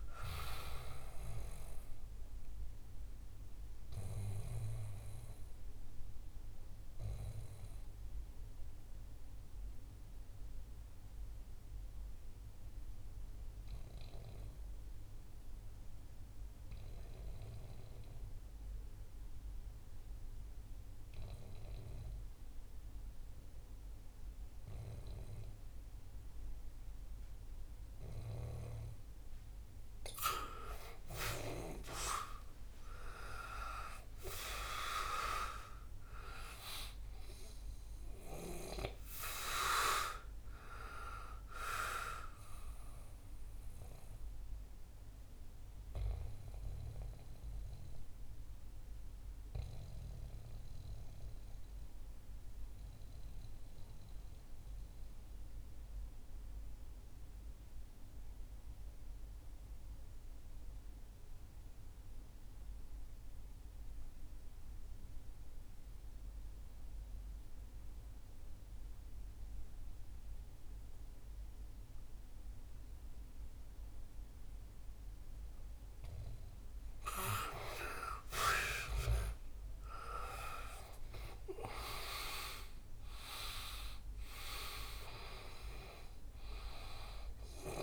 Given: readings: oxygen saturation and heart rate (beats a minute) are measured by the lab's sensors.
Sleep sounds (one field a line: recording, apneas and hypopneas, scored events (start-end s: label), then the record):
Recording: breathing in sleep by a room microphone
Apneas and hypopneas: 2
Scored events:
1.50-30.00 s: mixed apnea (oxygen 98% before, 89% lowest, heart rate 66 before, 60 extreme, up 7 after)
3.00-21.00 s: oxygen desaturation (device-marked, oxygen 97% before, 93% lowest, heart rate 67 before, 60 extreme)
32.00-61.00 s: oxygen desaturation (device-marked, oxygen 98% before, 89% lowest, heart rate 63 before, 61 extreme)
33.00-37.00 s: arousal
43.50-76.00 s: mixed apnea (oxygen 98% before, 87% lowest, heart rate 68 before, 59 extreme, up 7 after)
77.00-87.83 s: oxygen desaturation (device-marked, oxygen 98% before, 87% lowest, heart rate 64 before, 59 extreme)
79.00-83.50 s: arousal
From the record:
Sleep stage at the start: N2 (light sleep)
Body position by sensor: on the back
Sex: male